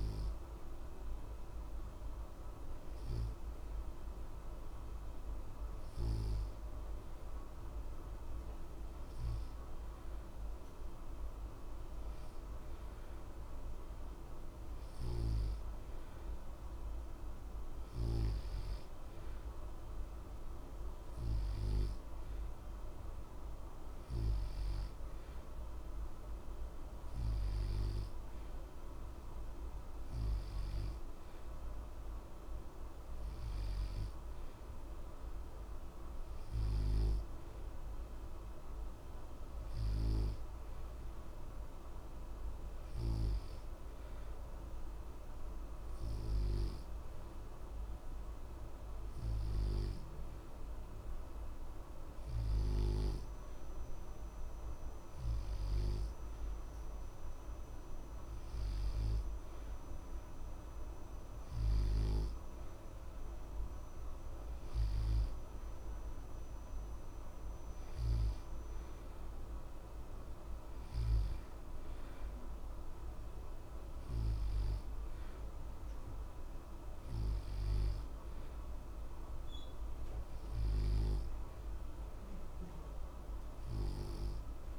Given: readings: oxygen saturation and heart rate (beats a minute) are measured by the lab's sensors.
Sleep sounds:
breathing in sleep, hard to hear, by a room microphone; none
none scored
From the record:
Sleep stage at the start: N2 (light sleep); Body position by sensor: on the back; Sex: male

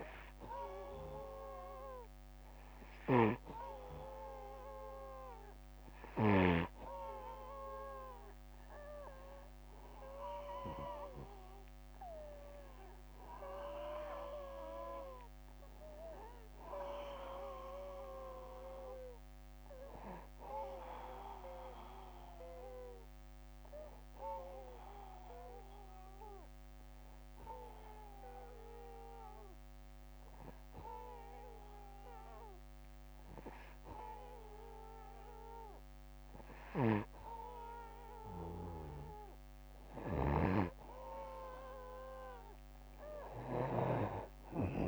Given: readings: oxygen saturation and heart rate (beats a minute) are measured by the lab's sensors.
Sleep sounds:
breathing in sleep by a microphone on the trachea; 1
2.00-6.00 s: snoring (device-marked)
7.00-11.00 s: arousal
9.50-23.50 s: oxygen desaturation (device-marked, oxygen 95% before, 92% lowest, heart rate 64 before, 61 extreme)
23.50-38.00 s: hypopnea (oxygen 95% before, 93% lowest, heart rate 66 before, 61 extreme, up 9 after)
35.50-44.88 s: snoring (device-marked)
41.00-44.88 s: arousal
42.50-44.88 s: oxygen desaturation (device-marked, oxygen 96% before, 93% lowest, heart rate 63 before, 62 extreme)
From the record:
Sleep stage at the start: N2 (light sleep); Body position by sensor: on the back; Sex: male

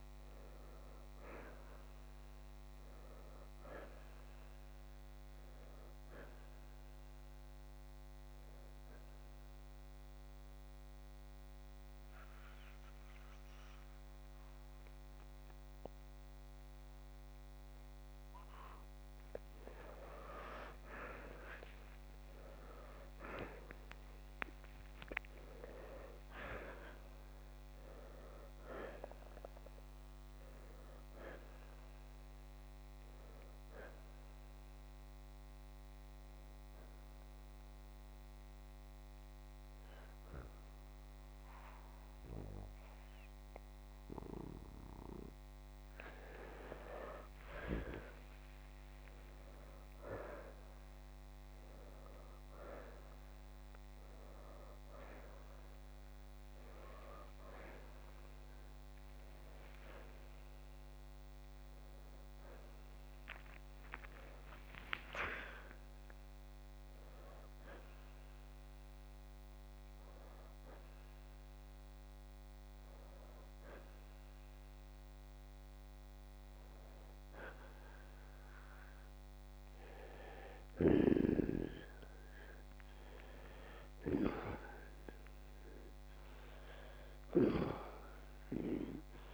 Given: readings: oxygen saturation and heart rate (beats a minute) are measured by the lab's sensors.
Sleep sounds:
breathing in sleep by a microphone on the trachea; 2
8.00-19.00 s: central apnea (oxygen 95% before, 83% lowest, heart rate 64 before, 54 extreme, up 6 after)
9.50-25.50 s: oxygen desaturation (device-marked, oxygen 94% before, 87% lowest, heart rate 64 before, 53 extreme)
22.50-27.50 s: arousal
35.00-46.00 s: obstructive apnea (oxygen 94% before, 83% lowest, heart rate 60 before, 49 extreme, up 9 after)
38.50-48.50 s: oxygen desaturation (device-marked, oxygen 94% before, 83% lowest, heart rate 61 before, 49 extreme)
49.00-55.00 s: arousal
64.50-76.50 s: oxygen desaturation (device-marked, oxygen 95% before, 88% lowest, heart rate 59 before, 57 extreme)
79.50-84.50 s: arousal
From the record:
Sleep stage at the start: N2 (light sleep); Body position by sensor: on the left side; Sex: male

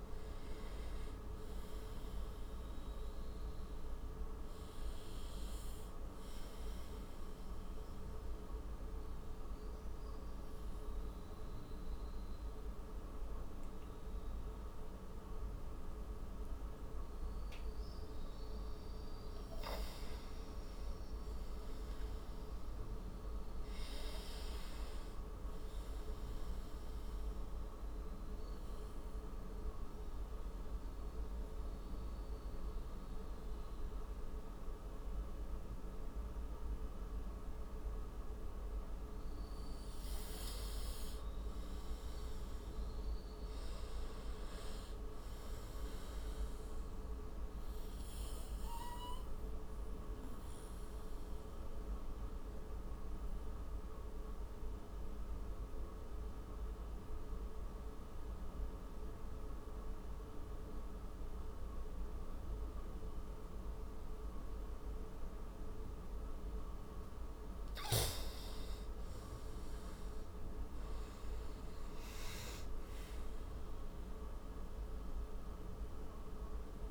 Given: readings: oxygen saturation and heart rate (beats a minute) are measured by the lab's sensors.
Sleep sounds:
breathing in sleep, hard to hear, by a room microphone; 3
0.00-21.00 s: oxygen desaturation (device-marked, oxygen 90% lowest)
5.00-19.50 s: obstructive apnea (oxygen 97% before, 90% lowest)
21.50-24.50 s: arousal
28.00-41.00 s: central apnea (oxygen 98% before, 90% lowest, heart rate 33 before, 31 extreme, up 11 after)
30.00-39.00 s: oxygen desaturation (device-marked, oxygen 98% before, 94% lowest, heart rate 36 before, 31 extreme)
43.00-45.50 s: arousal
48.00-61.00 s: oxygen desaturation (device-marked, oxygen 97% before, 93% lowest, heart rate 58 before, 31 extreme)
48.50-66.50 s: obstructive apnea (oxygen 98% before, 90% lowest, heart rate 58 before, 31 extreme, up 37 after)
68.00-76.91 s: oxygen desaturation (device-marked, oxygen 97% before, 91% lowest, heart rate 43 before, 48 extreme)
69.00-72.50 s: arousal
From the record:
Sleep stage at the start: N2 (light sleep); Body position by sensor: on the right side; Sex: male

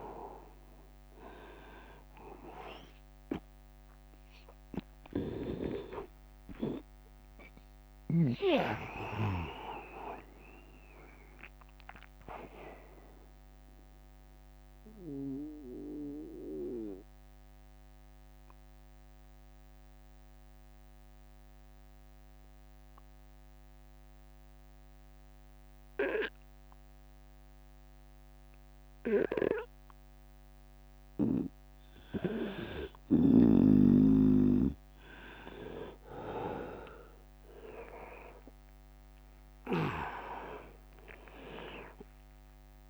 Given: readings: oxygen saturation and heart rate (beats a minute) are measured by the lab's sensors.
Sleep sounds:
breathing in sleep by a microphone on the trachea; 1
0.00-14.00 s: oxygen desaturation (device-marked, oxygen 91% lowest, heart rate 47 extreme)
2.00-4.00 s: long interval between heartbeats (device-marked, heart rate 70 before, 64 extreme)
7.00-17.00 s: drop in pulse transit time (device-marked, heart rate 70 before, 70 extreme)
11.50-30.50 s: mixed apnea (oxygen 100% before, 92% lowest, heart rate 72 before, 47 extreme, up 27 after)
16.00-23.00 s: bradycardia (device-marked, heart rate 74 before, 56 extreme)
17.00-19.00 s: long interval between heartbeats (device-marked, heart rate 74 before, 79 extreme)
22.00-24.00 s: long interval between heartbeats (device-marked, heart rate 72 before, 47 extreme)
37.50-41.00 s: arousal
38.00-42.90 s: drop in pulse transit time (device-marked, heart rate 64 before, 66 extreme)
38.00-42.90 s: oxygen desaturation (device-marked, oxygen 100% before, 92% lowest, heart rate 64 before, 67 extreme)
From the record:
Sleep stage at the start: N2 (light sleep); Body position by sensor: on the right side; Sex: male

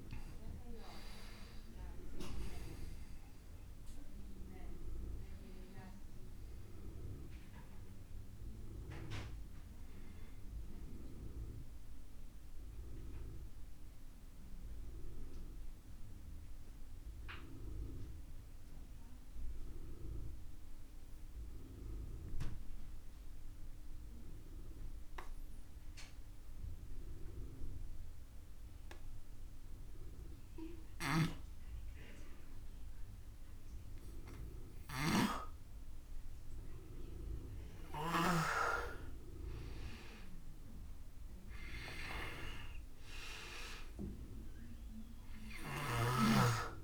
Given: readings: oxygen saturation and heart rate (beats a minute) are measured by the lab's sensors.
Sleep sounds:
breathing in sleep by a room microphone; 1
0.00-30.00 s: oxygen desaturation (device-marked, oxygen 87% lowest)
12.00-36.50 s: obstructive apnea (oxygen 99% before, 87% lowest)
39.00-43.50 s: arousal
45.50-46.84 s: snoring (device-marked)
From the record:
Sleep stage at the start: N2 (light sleep); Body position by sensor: on the back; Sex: male

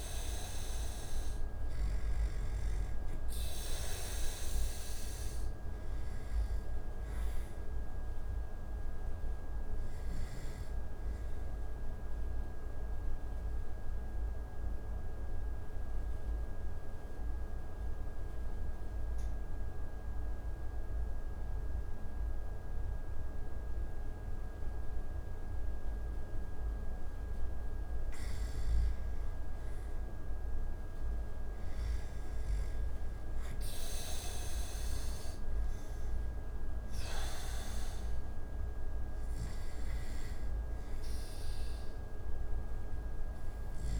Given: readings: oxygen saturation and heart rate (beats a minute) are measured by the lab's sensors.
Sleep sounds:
breathing in sleep, hard to hear, by a room microphone; 1
2.50-28.50 s: oxygen desaturation (device-marked, oxygen 97% before, 88% lowest)
9.00-26.50 s: obstructive apnea (oxygen 97% before, 88% lowest)
31.50-35.00 s: arousal
35.50-44.00 s: oxygen desaturation (device-marked, oxygen 97% before, 89% lowest)
From the record:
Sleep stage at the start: N2 (light sleep); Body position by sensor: on the back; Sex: male

